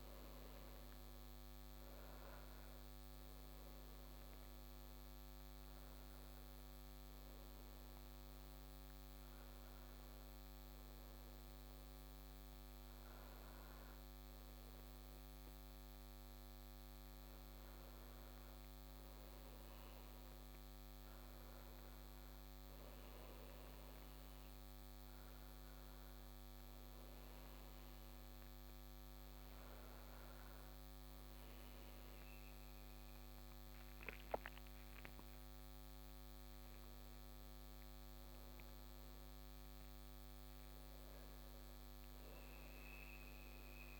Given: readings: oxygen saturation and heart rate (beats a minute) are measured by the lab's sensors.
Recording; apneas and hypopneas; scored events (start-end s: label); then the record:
breathing in sleep, hard to hear, by a microphone on the trachea; none
33.00-37.50 s: arousal
From the record:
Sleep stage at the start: N1 (lightest sleep); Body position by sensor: on the back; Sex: male